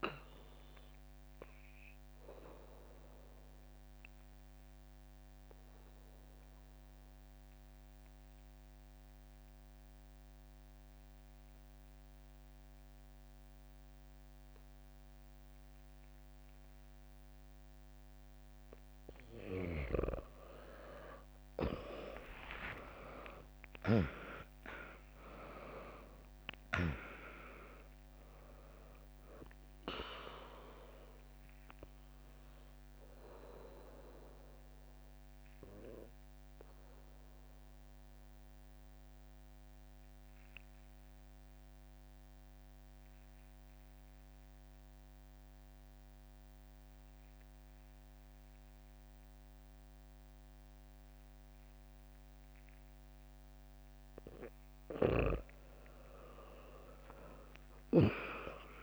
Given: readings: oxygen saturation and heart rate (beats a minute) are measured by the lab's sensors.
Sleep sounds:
breathing in sleep by a microphone on the trachea; 2
0.00-12.50 s: oxygen desaturation (device-marked, oxygen 95% lowest, heart rate 62 extreme)
1.50-18.00 s: obstructive apnea (oxygen 99% before, 95% lowest, heart rate 67 before, 62 extreme, up 0 after)
22.00-26.50 s: arousal
23.50-35.50 s: drop in pulse transit time (device-marked, heart rate 65 before, 63 extreme)
33.50-54.50 s: obstructive apnea (oxygen 100% before, 95% lowest, heart rate 67 before, 60 extreme, up 2 after)
57.50-58.83 s: arousal
From the record:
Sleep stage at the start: N2 (light sleep); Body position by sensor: on the back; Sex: female

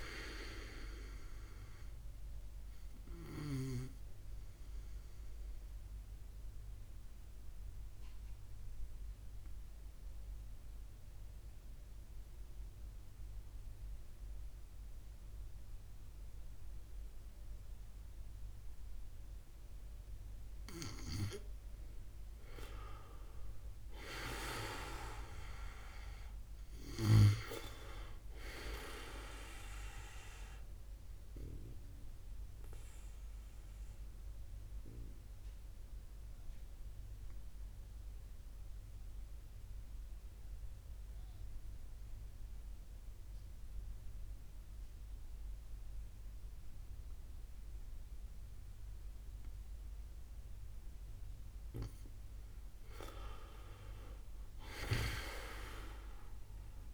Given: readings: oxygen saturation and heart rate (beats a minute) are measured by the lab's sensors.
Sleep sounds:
breathing in sleep by a room microphone; 2
3.50-20.50 s: mixed apnea (oxygen 97% before, 91% lowest, heart rate 70 before, 66 extreme, up 6 after)
21.00-28.00 s: oxygen desaturation (device-marked, oxygen 97% before, 93% lowest, heart rate 69 before, 67 extreme)
22.50-25.50 s: arousal
30.50-52.00 s: mixed apnea (oxygen 97% before, 90% lowest, heart rate 69 before, 66 extreme, up 6 after)
43.00-56.94 s: oxygen desaturation (device-marked, oxygen 96% before, 91% lowest, heart rate 69 before, 66 extreme)
54.00-56.94 s: arousal
From the record:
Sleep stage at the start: N2 (light sleep); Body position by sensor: on the back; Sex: male

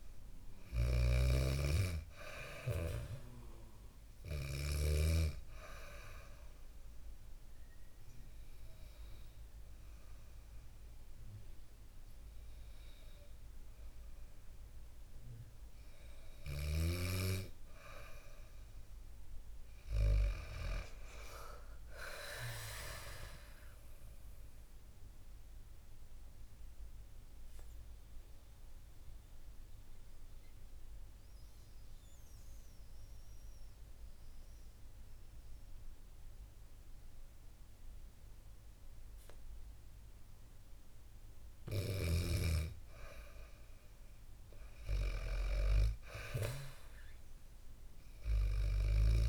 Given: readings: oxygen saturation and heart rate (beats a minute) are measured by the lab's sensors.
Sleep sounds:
breathing in sleep by a room microphone; 2
0.00-4.00 s: snoring (device-marked)
5.00-17.00 s: hypopnea (oxygen 97% before, 94% lowest, heart rate 66 before, 59 extreme, up 6 after)
21.00-25.00 s: arousal
24.00-32.00 s: oxygen desaturation (device-marked, oxygen 97% before, 94% lowest, heart rate 67 before, 59 extreme)
25.50-40.50 s: mixed apnea (oxygen 97% before, 94% lowest, heart rate 67 before, 59 extreme, up 9 after)
45.00-49.00 s: arousal
From the record:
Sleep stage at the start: N2 (light sleep); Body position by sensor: on the back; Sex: female

